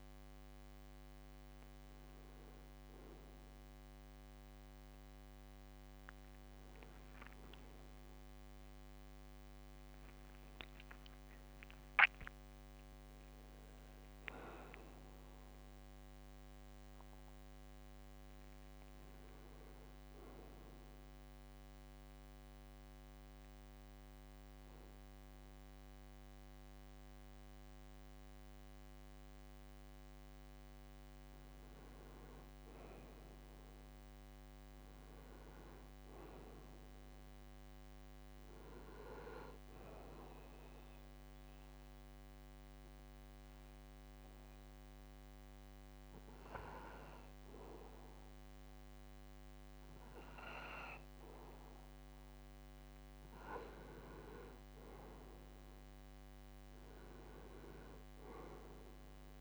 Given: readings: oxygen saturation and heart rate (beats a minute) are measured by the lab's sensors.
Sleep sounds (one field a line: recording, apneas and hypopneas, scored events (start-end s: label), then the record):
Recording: a person partly awake in a sleep study, by a microphone on the trachea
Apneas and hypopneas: 2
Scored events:
13.00-43.00 s: new sleep stage, N1 (lightest sleep)
21.00-31.50 s: central apnea (oxygen 100% before, 91% lowest, heart rate 55 before, 43 extreme, up 21 after)
34.00-37.50 s: arousal
41.00-53.50 s: mixed apnea (oxygen 100% before, 90% lowest, heart rate 55 before, 58 extreme, up 10 after)
43.00-59.41 s: new sleep stage, N2 (light sleep)
57.50-59.41 s: arousal
From the record:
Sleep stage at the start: awake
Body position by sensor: on the back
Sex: male